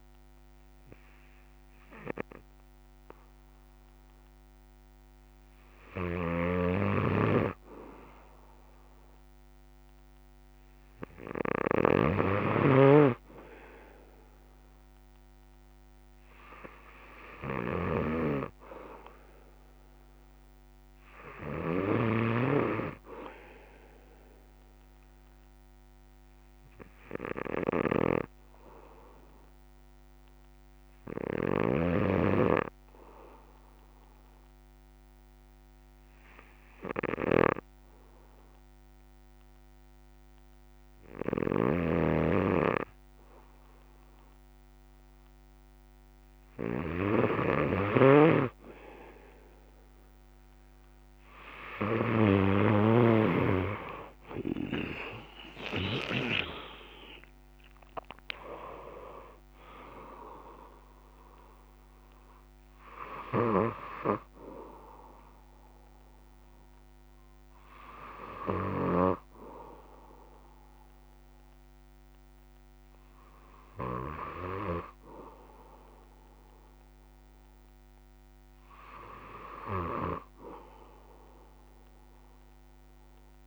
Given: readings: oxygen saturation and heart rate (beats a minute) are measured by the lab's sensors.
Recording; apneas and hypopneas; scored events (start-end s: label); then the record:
breathing in sleep by a microphone on the trachea; 1
6.00-12.00 s: snoring (device-marked)
18.50-83.47 s: new sleep stage, N1 (lightest sleep)
24.50-46.50 s: obstructive apnea (oxygen 97% before, 94% lowest, heart rate 63 before, 58 extreme, up 6 after)
41.00-56.00 s: snoring (device-marked)
55.50-68.50 s: oxygen desaturation (device-marked, oxygen 97% before, 94% lowest, heart rate 62 before, 58 extreme)
From the record:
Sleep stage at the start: N3 (deep sleep); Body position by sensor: on the back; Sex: male